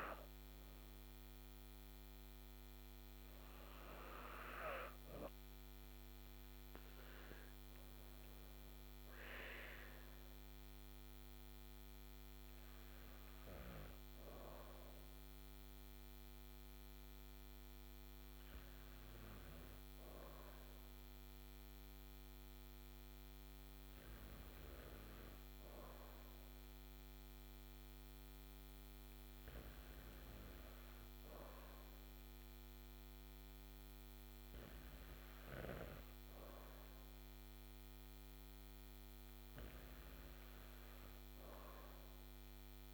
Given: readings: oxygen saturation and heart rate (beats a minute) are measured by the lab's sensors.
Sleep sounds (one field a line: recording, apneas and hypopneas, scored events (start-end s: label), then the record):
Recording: breathing in sleep by a microphone on the trachea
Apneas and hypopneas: none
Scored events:
none scored
From the record:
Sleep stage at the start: N2 (light sleep)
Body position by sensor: on the back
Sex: female